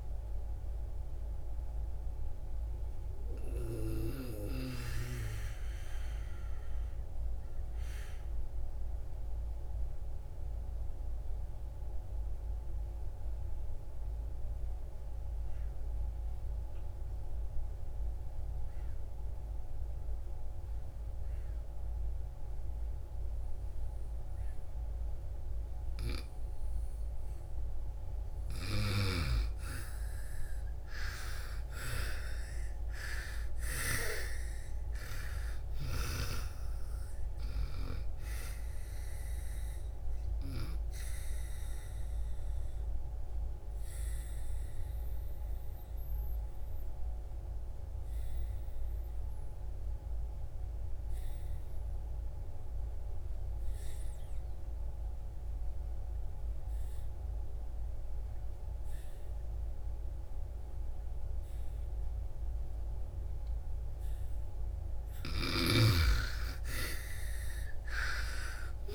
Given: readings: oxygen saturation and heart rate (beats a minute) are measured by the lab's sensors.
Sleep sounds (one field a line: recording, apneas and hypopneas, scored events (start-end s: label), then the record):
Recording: breathing in sleep by a room microphone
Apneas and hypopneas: 2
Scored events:
0.00-21.50 s: oxygen desaturation (device-marked, oxygen 80% lowest)
7.00-29.00 s: mixed apnea (oxygen 97% before, 78% lowest)
23.50-52.50 s: oxygen desaturation (device-marked, oxygen 99% before, 85% lowest)
31.50-35.50 s: arousal
39.50-63.00 s: obstructive apnea (oxygen 99% before, 78% lowest)
57.50-68.95 s: oxygen desaturation (device-marked, oxygen 98% before, 78% lowest)
65.00-68.95 s: snoring (device-marked)
From the record:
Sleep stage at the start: N2 (light sleep)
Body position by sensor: on the back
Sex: female